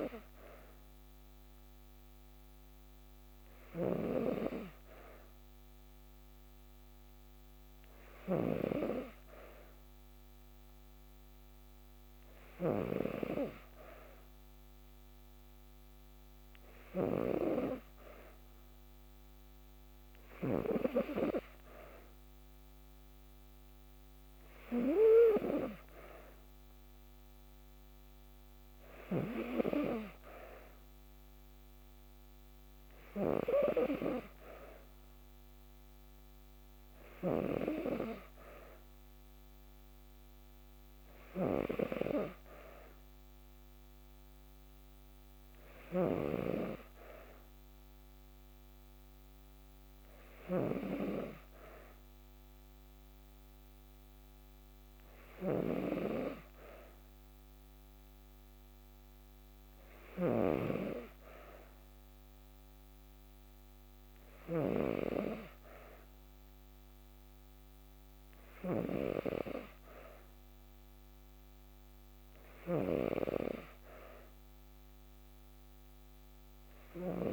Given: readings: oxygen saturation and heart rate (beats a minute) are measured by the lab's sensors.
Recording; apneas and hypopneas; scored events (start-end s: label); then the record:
breathing in sleep by a microphone on the trachea; none
3.00-8.00 s: snoring (device-marked)
68.00-72.50 s: snoring (device-marked)
From the record:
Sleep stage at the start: N2 (light sleep); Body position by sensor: on the back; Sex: female